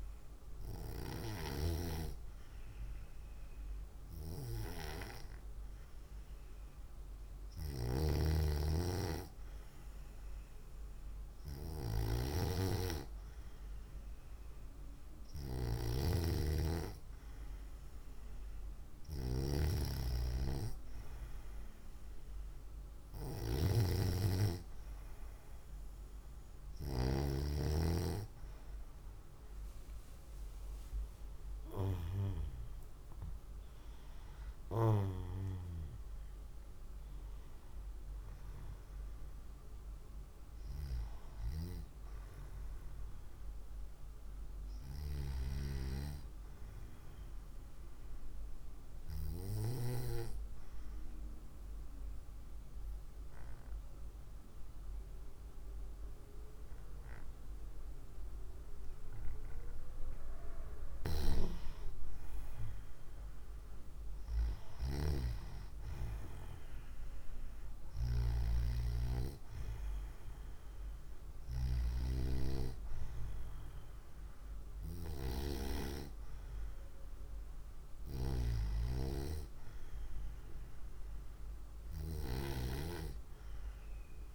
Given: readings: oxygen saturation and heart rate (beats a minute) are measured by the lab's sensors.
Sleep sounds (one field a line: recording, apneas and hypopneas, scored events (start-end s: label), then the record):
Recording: breathing in sleep by a room microphone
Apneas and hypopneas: 1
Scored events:
33.00-37.50 s: arousal
51.00-61.50 s: obstructive apnea (oxygen 96% before, 93% lowest, heart rate 64 before, 58 extreme, up 2 after)
59.50-81.50 s: oxygen desaturation (device-marked, oxygen 96% before, 93% lowest, heart rate 62 before, 56 extreme)
63.50-67.50 s: arousal
From the record:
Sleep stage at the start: N2 (light sleep)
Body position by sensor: on the right side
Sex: female